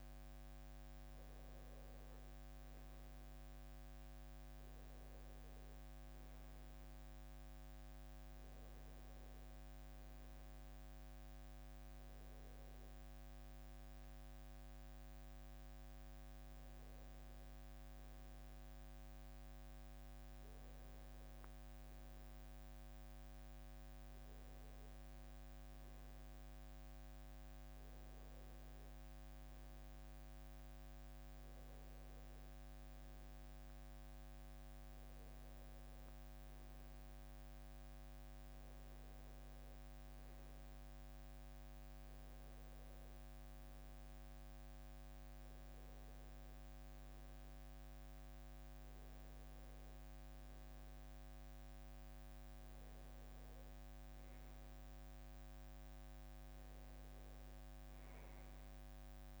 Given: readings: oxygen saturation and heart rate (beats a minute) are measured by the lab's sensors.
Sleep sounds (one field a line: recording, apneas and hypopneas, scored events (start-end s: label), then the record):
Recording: a person awake in a sleep study, hard to hear, by a microphone on the trachea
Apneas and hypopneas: none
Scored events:
none scored
From the record:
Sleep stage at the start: awake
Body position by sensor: on the back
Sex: male